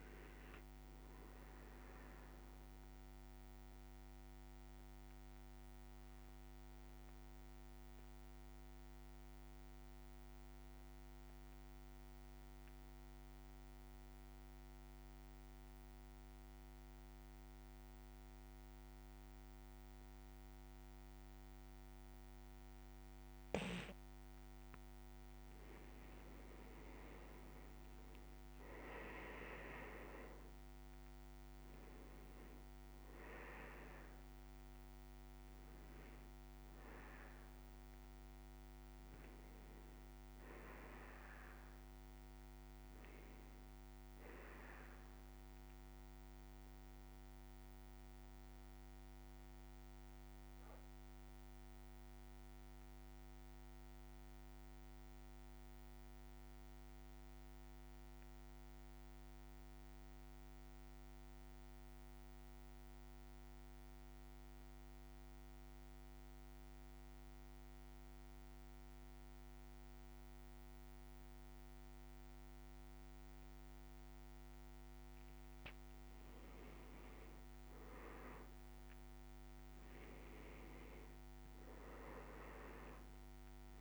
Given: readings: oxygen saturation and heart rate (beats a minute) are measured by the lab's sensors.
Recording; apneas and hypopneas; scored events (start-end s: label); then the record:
breathing in sleep, hard to hear, by a microphone on the trachea; 2
0.00-20.50 s: oxygen desaturation (device-marked, oxygen 93% lowest, heart rate 54 extreme)
4.50-25.00 s: obstructive apnea (oxygen 99% before, 93% lowest, heart rate 56 before, 53 extreme, up 4 after)
27.00-31.50 s: arousal
37.50-58.50 s: oxygen desaturation (device-marked, oxygen 98% before, 93% lowest, heart rate 57 before, 52 extreme)
46.00-74.00 s: mixed apnea (oxygen 99% before, 92% lowest, heart rate 57 before, 52 extreme, up 4 after)
76.50-83.81 s: oxygen desaturation (device-marked, oxygen 100% before, 92% lowest, heart rate 55 before, 52 extreme)
77.00-82.50 s: arousal
From the record:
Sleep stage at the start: REM sleep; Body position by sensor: on the back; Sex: male